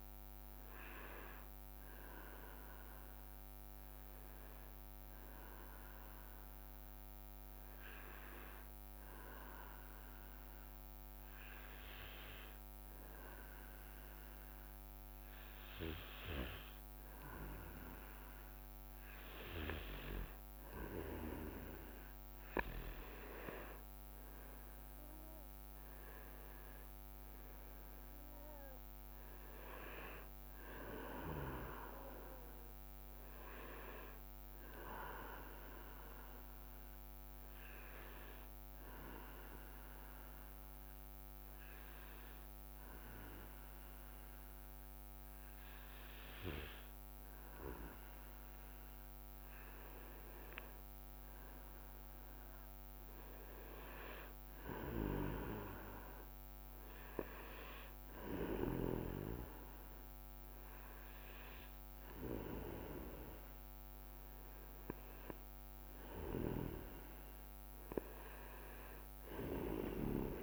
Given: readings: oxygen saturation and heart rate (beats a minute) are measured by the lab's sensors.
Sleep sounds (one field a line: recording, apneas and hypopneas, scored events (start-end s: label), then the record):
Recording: breathing in sleep by a microphone on the trachea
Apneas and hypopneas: 2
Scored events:
3.00-19.00 s: hypopnea (oxygen 97% before, 95% lowest, heart rate 69 before, 58 extreme, up 8 after)
24.50-28.00 s: arousal
35.50-48.50 s: hypopnea (oxygen 98% before, 95% lowest, heart rate 64 before, 59 extreme, up 7 after)
50.50-54.50 s: arousal
From the record:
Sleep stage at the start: N2 (light sleep)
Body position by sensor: on the back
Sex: male